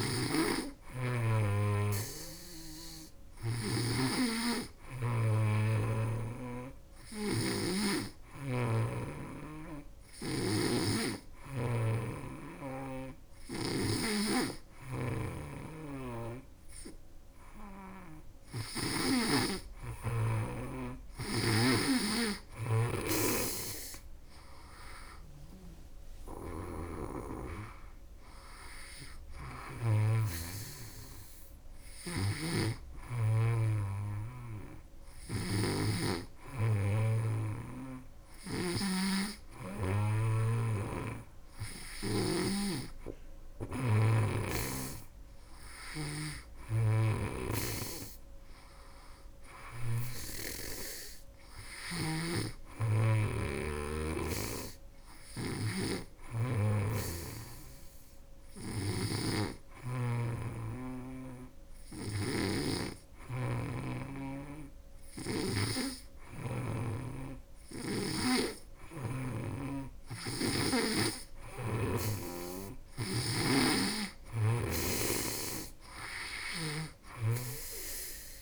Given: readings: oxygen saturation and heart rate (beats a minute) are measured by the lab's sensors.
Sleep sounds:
breathing in sleep by a room microphone; 2
0.00-3.50 s: snoring (device-marked)
4.50-17.50 s: hypopnea (oxygen 99% before, 95% lowest, heart rate 80 before, 78 extreme, up 4 after)
13.00-18.50 s: snoring (device-marked)
19.00-22.50 s: arousal
31.50-42.00 s: snoring (device-marked)
49.00-52.00 s: arousal
51.50-65.00 s: snoring (device-marked)
56.00-67.50 s: hypopnea (oxygen 98% before, 95% lowest, heart rate 82 before, 77 extreme, up 6 after)
69.50-76.50 s: snoring (device-marked)
71.00-75.00 s: arousal
From the record:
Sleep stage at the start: N2 (light sleep); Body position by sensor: on the back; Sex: female

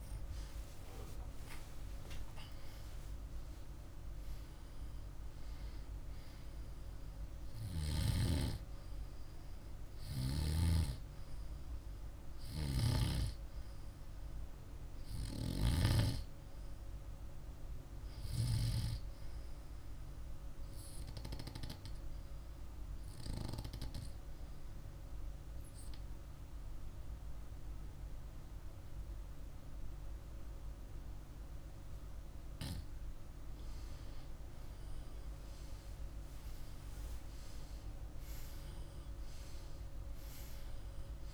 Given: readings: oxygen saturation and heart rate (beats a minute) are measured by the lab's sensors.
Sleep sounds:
breathing in sleep by a room microphone; 1
24.00-34.50 s: obstructive apnea (oxygen 98% before, 95% lowest, heart rate 52 before, 50 extreme, up 2 after)
36.50-41.00 s: arousal
From the record:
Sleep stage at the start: N2 (light sleep); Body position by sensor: on the back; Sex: male

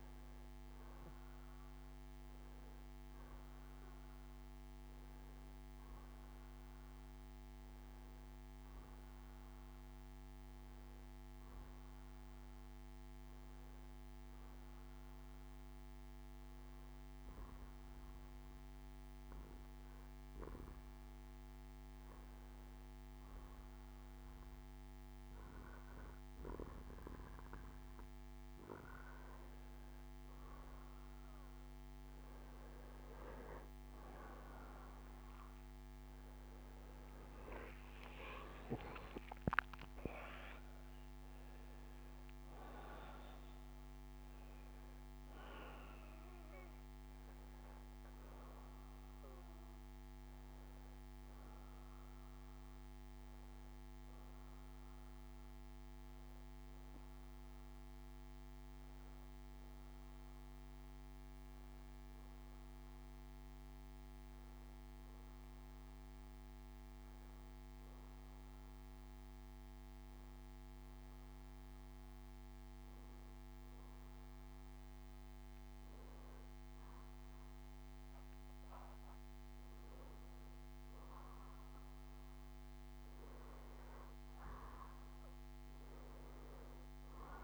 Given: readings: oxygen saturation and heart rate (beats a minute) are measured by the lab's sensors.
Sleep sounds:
breathing in sleep, hard to hear, by a microphone on the trachea; 2
0.00-3.50 s: bradycardia (device-marked, heart rate 57 extreme)
0.00-7.50 s: oxygen desaturation (device-marked, oxygen 90% lowest, heart rate 56 extreme)
5.50-8.00 s: arousal
9.50-28.50 s: hypopnea (oxygen 95% before, 90% lowest, heart rate 66 before, 56 extreme, up 7 after)
26.50-30.50 s: bradycardia (device-marked, heart rate 65 before, 56 extreme)
26.50-56.50 s: oxygen desaturation (device-marked, oxygen 94% before, 90% lowest, heart rate 66 before, 41 extreme)
35.00-38.00 s: arousal
56.50-79.50 s: bradycardia (device-marked, heart rate 65 before, 41 extreme)
58.50-78.50 s: hypopnea (oxygen 96% before, 91% lowest, heart rate 68 before, 41 extreme, up 29 after)
79.50-87.44 s: oxygen desaturation (device-marked, oxygen 96% before, 91% lowest, heart rate 48 before, 49 extreme)
81.50-86.00 s: arousal
From the record:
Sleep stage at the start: N2 (light sleep); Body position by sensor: on the back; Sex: male

